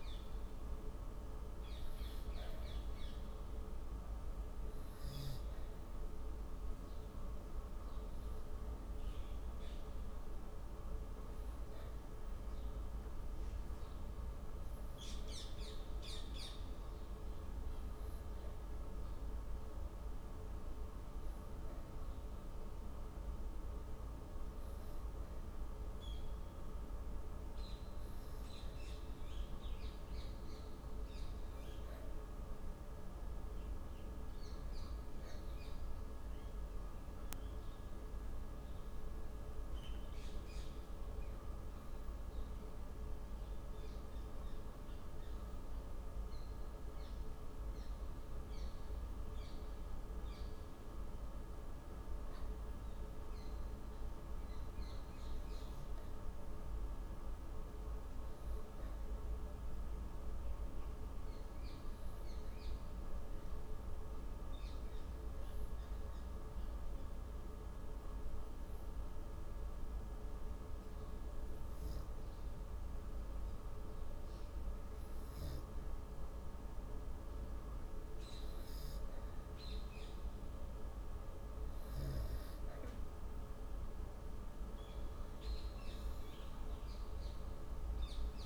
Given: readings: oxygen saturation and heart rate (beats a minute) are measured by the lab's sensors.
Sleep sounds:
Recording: breathing in sleep, hard to hear, by a room microphone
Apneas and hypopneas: 2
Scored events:
15.00-28.50 s: hypopnea (oxygen 99% before, 93% lowest, heart rate 110 before, 102 extreme, up 15 after)
31.00-35.00 s: arousal
62.00-75.50 s: obstructive apnea (oxygen 96% before, 93% lowest, heart rate 107 before, 88 extreme, up 6 after)
79.00-88.46 s: new sleep stage, N1 (lightest sleep)
79.50-83.00 s: arousal
From the record:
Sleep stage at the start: N2 (light sleep)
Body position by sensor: on the back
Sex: female

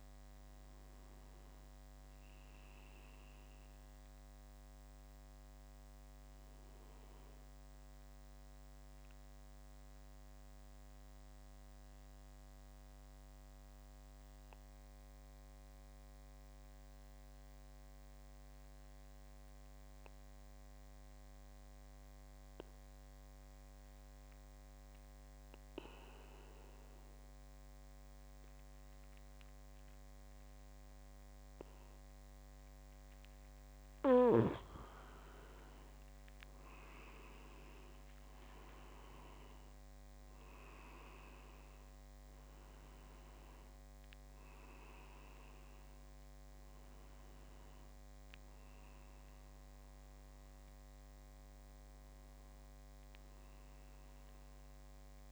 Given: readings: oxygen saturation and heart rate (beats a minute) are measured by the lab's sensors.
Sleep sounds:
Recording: breathing in sleep by a microphone on the trachea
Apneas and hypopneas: 1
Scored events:
0.00-9.00 s: oxygen desaturation (device-marked, oxygen 90% lowest)
9.00-33.50 s: mixed apnea (oxygen 95% before, 90% lowest)
30.00-55.32 s: oxygen desaturation (device-marked, oxygen 97% before, 90% lowest)
38.50-41.50 s: arousal
From the record:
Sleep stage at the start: N2 (light sleep)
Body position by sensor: on the back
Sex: male

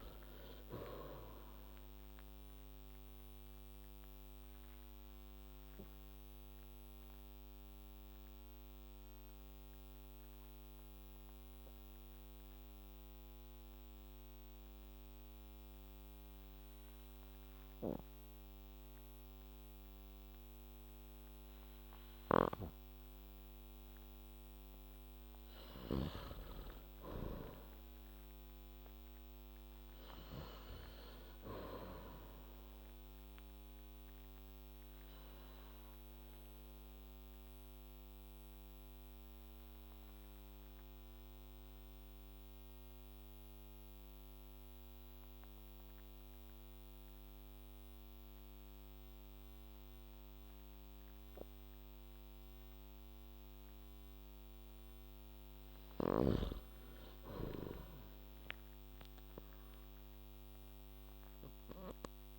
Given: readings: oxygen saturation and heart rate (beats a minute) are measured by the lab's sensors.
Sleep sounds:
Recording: breathing in sleep by a microphone on the trachea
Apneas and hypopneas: 2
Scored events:
0.00-25.00 s: oxygen desaturation (device-marked, oxygen 85% lowest, heart rate 55 extreme)
3.50-23.50 s: obstructive apnea (oxygen 97% before, 85% lowest, heart rate 58 before, 55 extreme, up 8 after)
26.50-29.50 s: arousal
35.50-52.00 s: obstructive apnea (oxygen 97% before, 88% lowest, heart rate 60 before, 53 extreme, up 5 after)
38.00-54.00 s: oxygen desaturation (device-marked, oxygen 96% before, 88% lowest, heart rate 61 before, 53 extreme)
54.00-56.00 s: arousal
From the record:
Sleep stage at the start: N2 (light sleep)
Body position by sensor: on the back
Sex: male

